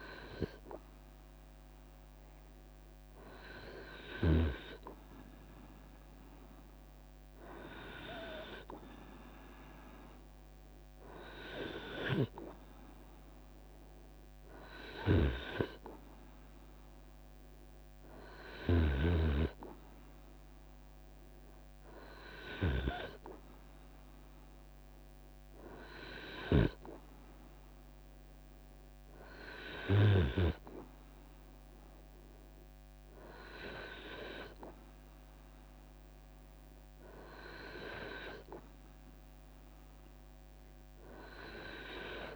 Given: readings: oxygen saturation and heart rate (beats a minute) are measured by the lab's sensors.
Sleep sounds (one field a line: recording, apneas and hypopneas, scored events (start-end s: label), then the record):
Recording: breathing in sleep by a microphone on the trachea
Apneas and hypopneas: none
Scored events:
3.50-5.50 s: long interval between heartbeats (device-marked, heart rate 78 before, 77 extreme)
6.50-18.50 s: drop in pulse transit time (device-marked, heart rate 79 before, 80 extreme)
10.50-12.50 s: long interval between heartbeats (device-marked, heart rate 80 before, 83 extreme)
23.50-25.50 s: long interval between heartbeats (device-marked, heart rate 82 before, 79 extreme)
From the record:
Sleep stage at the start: N2 (light sleep)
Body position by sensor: on the right side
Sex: male